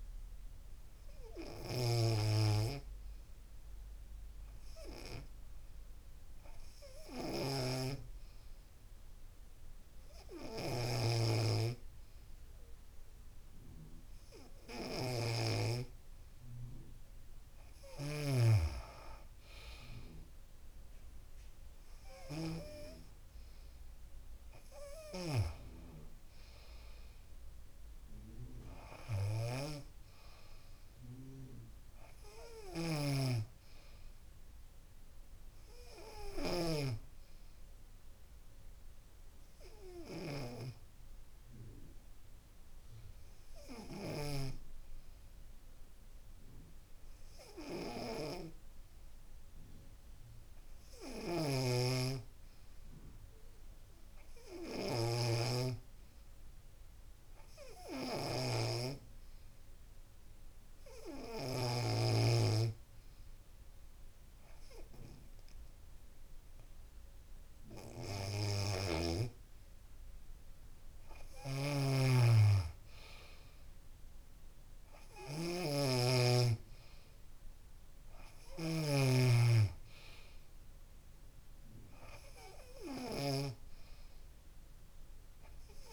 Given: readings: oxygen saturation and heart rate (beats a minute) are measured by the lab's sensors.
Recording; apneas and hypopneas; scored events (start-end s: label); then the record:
breathing in sleep by a room microphone; 2
0.50-2.50 s: long interval between heartbeats (device-marked, heart rate 70 before, 81 extreme)
3.00-16.00 s: hypopnea (oxygen 96% before, 94% lowest, heart rate 71 before, 68 extreme, up 3 after)
18.00-21.50 s: arousal
31.00-34.00 s: arousal
38.00-52.50 s: hypopnea (oxygen 96% before, 94% lowest, heart rate 70 before, 67 extreme, up 3 after)
54.00-57.50 s: arousal
66.00-68.00 s: long interval between heartbeats (device-marked, heart rate 69 before, 79 extreme)
From the record:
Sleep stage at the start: N2 (light sleep); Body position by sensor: on the back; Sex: female